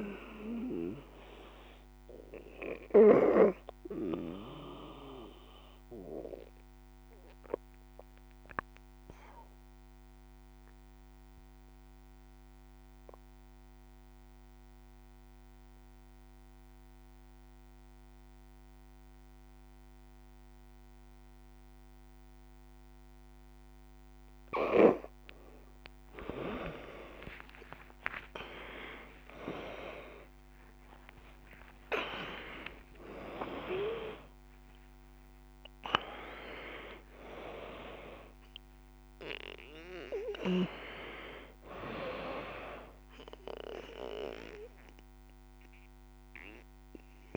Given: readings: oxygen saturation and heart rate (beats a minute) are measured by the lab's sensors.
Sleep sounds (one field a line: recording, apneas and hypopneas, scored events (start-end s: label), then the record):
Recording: breathing in sleep by a microphone on the trachea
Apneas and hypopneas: 1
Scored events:
0.00-22.00 s: oxygen desaturation (device-marked, oxygen 85% lowest, heart rate 58 extreme)
3.00-23.50 s: obstructive apnea (oxygen 96% before, 82% lowest, heart rate 65 before, 58 extreme)
25.00-31.50 s: arousal
42.00-47.37 s: oxygen desaturation (device-marked, oxygen 95% before, 82% lowest, heart rate 133 before, 59 extreme)
From the record:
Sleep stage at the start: N2 (light sleep)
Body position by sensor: on the right side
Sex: female